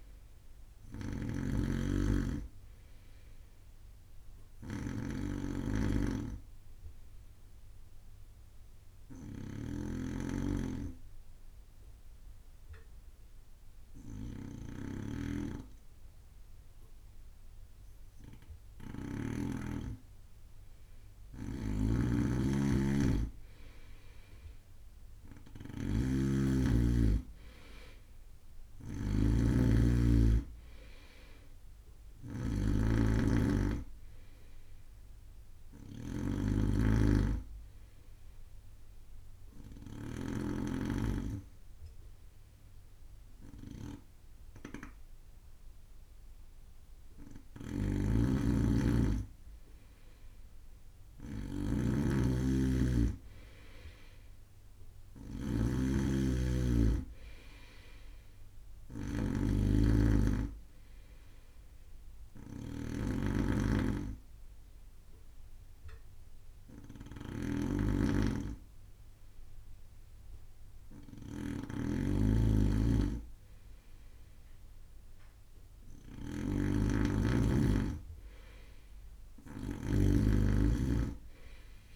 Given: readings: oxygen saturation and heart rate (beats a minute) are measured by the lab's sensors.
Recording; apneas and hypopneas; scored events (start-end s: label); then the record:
breathing in sleep by a room microphone; 3
0.00-6.00 s: oxygen desaturation (device-marked, oxygen 93% lowest)
0.00-19.50 s: snoring (device-marked)
6.50-20.00 s: obstructive apnea (oxygen 96% before, 93% lowest)
21.50-40.50 s: snoring (device-marked)
23.00-27.00 s: arousal
39.00-49.50 s: obstructive apnea (oxygen 98% before, 94% lowest)
48.00-81.96 s: snoring (device-marked)
53.00-57.00 s: arousal
56.00-69.00 s: oxygen desaturation (device-marked, oxygen 97% before, 94% lowest)
62.00-72.50 s: hypopnea (oxygen 97% before, 93% lowest)
76.50-80.50 s: arousal
From the record:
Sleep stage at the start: N2 (light sleep); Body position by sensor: on the right side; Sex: male